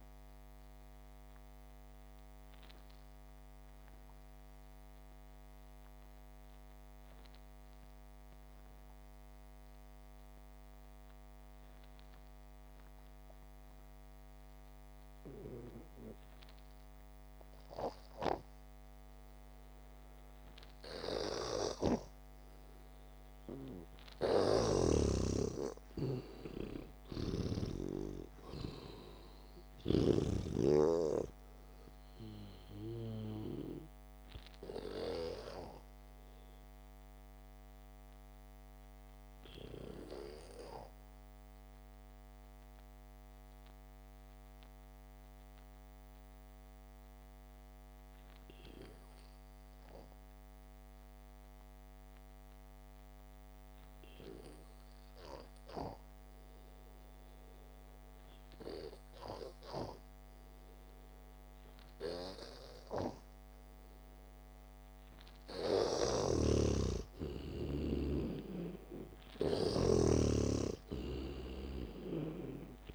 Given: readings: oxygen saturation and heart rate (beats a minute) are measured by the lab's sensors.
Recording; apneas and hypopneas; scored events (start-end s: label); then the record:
breathing in sleep by a microphone on the trachea; 2
0.00-21.00 s: oxygen desaturation (device-marked, oxygen 94% before, 87% lowest, heart rate 57 before, 46 extreme)
0.50-16.50 s: obstructive apnea (oxygen 98% before, 87% lowest, heart rate 57 before, 46 extreme)
22.50-26.00 s: arousal
25.00-28.50 s: snoring (device-marked)
30.00-36.00 s: oxygen desaturation (device-marked, oxygen 95% before, 92% lowest, heart rate 59 before, 54 extreme)
37.50-64.50 s: mixed apnea (oxygen 95% before, 86% lowest, heart rate 54 before, 49 extreme)
43.00-56.00 s: oxygen desaturation (device-marked, oxygen 93% before, 87% lowest, heart rate 54 before, 49 extreme)
66.00-70.50 s: arousal
66.00-72.94 s: oxygen desaturation (device-marked, oxygen 97% before, 86% lowest, heart rate 67 before, 48 extreme)
66.50-70.50 s: snoring (device-marked)
From the record:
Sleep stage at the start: N2 (light sleep); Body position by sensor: on the back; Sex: male